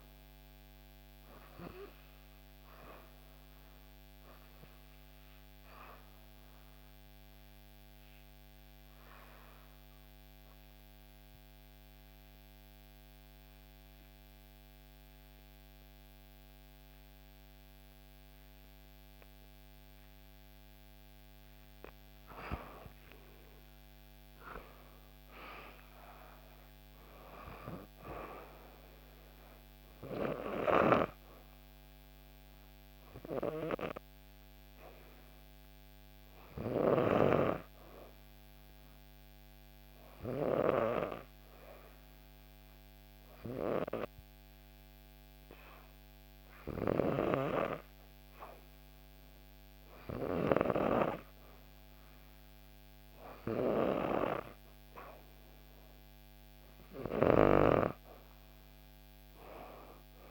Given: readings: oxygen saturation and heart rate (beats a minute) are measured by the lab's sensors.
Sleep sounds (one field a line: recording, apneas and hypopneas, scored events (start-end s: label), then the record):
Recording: breathing in sleep by a microphone on the trachea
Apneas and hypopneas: 2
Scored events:
5.00-20.50 s: obstructive apnea (oxygen 96% before, 90% lowest, heart rate 64 before, 63 extreme, up 6 after)
21.50-45.50 s: oxygen desaturation (device-marked, oxygen 95% before, 90% lowest, heart rate 64 before, 63 extreme)
22.00-26.00 s: arousal
32.00-55.00 s: hypopnea (oxygen 95% before, 90% lowest, heart rate 65 before, 63 extreme, up 2 after)
57.50-60.31 s: arousal
From the record:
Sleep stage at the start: N2 (light sleep)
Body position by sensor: on the back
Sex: female